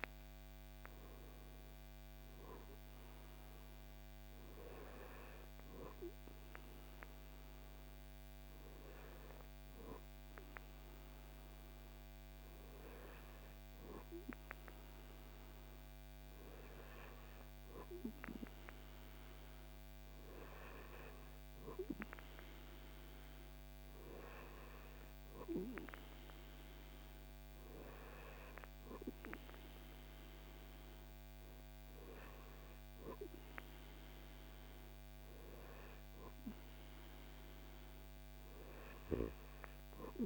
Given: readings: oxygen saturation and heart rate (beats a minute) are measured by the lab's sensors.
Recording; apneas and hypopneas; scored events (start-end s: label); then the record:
breathing in sleep by a microphone on the trachea; none
none scored
From the record:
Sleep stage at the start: N2 (light sleep); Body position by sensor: on the back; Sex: male